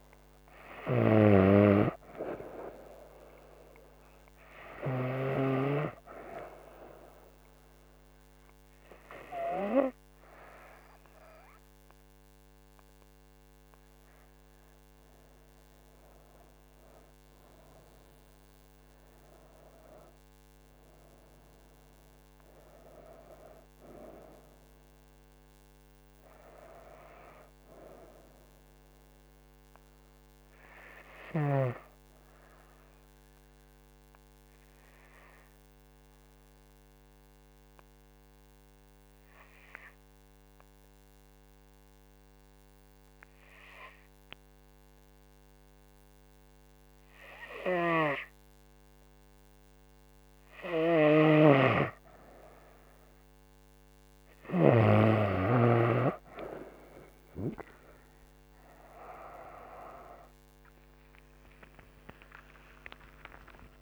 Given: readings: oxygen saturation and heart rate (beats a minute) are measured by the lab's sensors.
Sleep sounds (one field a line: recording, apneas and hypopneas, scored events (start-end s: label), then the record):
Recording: a person partly awake in a sleep study, by a microphone on the trachea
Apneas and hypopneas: 1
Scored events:
0.00-17.50 s: oxygen desaturation (device-marked, oxygen 94% lowest, heart rate 66 extreme)
24.00-28.00 s: arousal
30.50-50.50 s: hypopnea (oxygen 98% before, 94% lowest, heart rate 73 before, 66 extreme, up 7 after)
47.50-63.82 s: new sleep stage, awake
52.50-63.82 s: oxygen desaturation (device-marked, oxygen 98% before, 94% lowest, heart rate 68 before, 74 extreme)
From the record:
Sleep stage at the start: N2 (light sleep)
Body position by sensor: on the right side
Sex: female